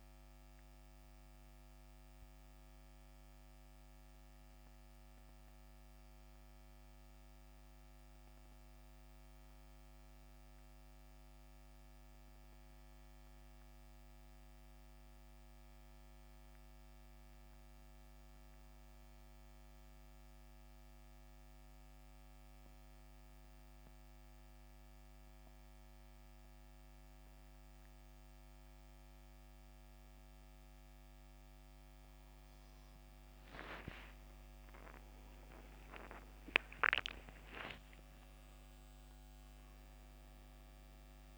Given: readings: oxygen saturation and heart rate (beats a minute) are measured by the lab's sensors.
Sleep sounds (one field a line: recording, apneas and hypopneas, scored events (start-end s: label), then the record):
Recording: breathing in sleep by a microphone on the trachea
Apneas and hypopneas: 1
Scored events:
0.00-16.00 s: oxygen desaturation (device-marked, oxygen 84% lowest, heart rate 68 extreme)
17.00-32.00 s: central apnea (oxygen 93% before, 86% lowest, heart rate 78 before, 68 extreme, up 16 after)
34.00-38.00 s: arousal
37.00-41.38 s: new sleep stage, N1 (lightest sleep)
37.00-41.38 s: oxygen desaturation (device-marked, oxygen 94% before, 86% lowest, heart rate 71 before, 63 extreme)
From the record:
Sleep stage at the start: N2 (light sleep)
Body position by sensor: on the back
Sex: male